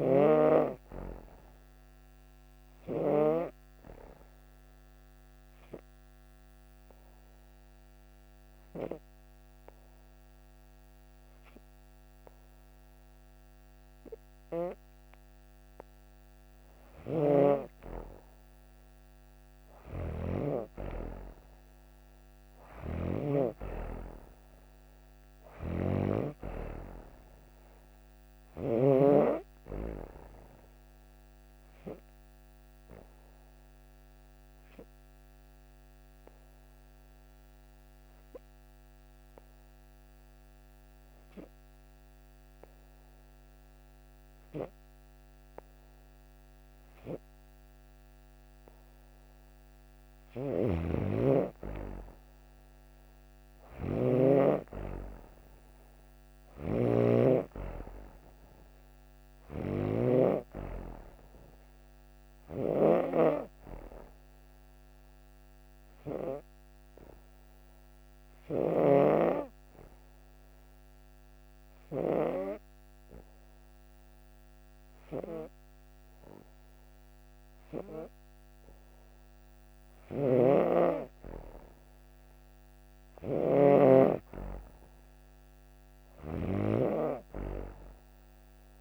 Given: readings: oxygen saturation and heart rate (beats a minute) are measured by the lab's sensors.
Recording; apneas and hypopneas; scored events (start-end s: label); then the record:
breathing in sleep by a microphone on the trachea; 3
2.00-16.50 s: obstructive apnea (oxygen 97% before, 92% lowest)
16.50-23.00 s: snoring (device-marked)
20.00-23.50 s: arousal
25.00-28.50 s: snoring (device-marked)
29.50-50.00 s: hypopnea (oxygen 95% before, 92% lowest)
42.00-56.00 s: oxygen desaturation (device-marked, oxygen 96% before, 93% lowest)
50.00-54.00 s: snoring (device-marked)
53.00-56.00 s: arousal
56.00-60.00 s: snoring (device-marked)
62.00-68.50 s: snoring (device-marked)
63.50-81.50 s: hypopnea (oxygen 97% before, 92% lowest)
65.00-85.00 s: oxygen desaturation (device-marked, oxygen 97% before, 92% lowest)
79.50-88.81 s: snoring (device-marked)
84.00-87.00 s: arousal
From the record:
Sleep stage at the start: N2 (light sleep); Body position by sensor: on the back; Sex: female